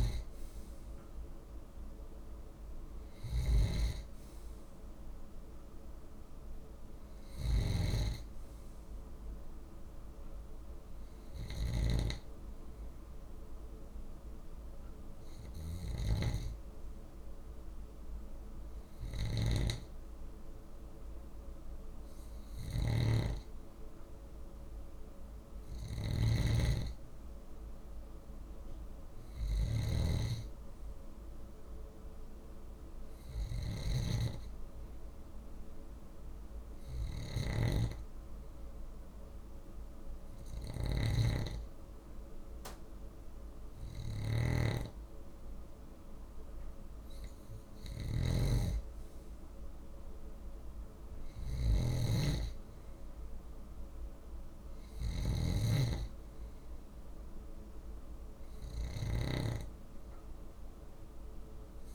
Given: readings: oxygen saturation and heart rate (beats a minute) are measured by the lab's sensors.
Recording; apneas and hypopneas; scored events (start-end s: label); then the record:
breathing in sleep by a room microphone; 2
3.00-61.95 s: snoring (device-marked)
4.00-8.00 s: arousal
12.00-24.00 s: hypopnea (oxygen 95% before, 94% lowest, heart rate 47 before, 39 extreme, up 9 after)
30.50-34.00 s: arousal
37.00-48.00 s: hypopnea (oxygen 97% before, 94% lowest, heart rate 45 before, 47 extreme, up 10 after)
51.50-55.50 s: arousal
From the record:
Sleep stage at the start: N2 (light sleep); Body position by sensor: on the left side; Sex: male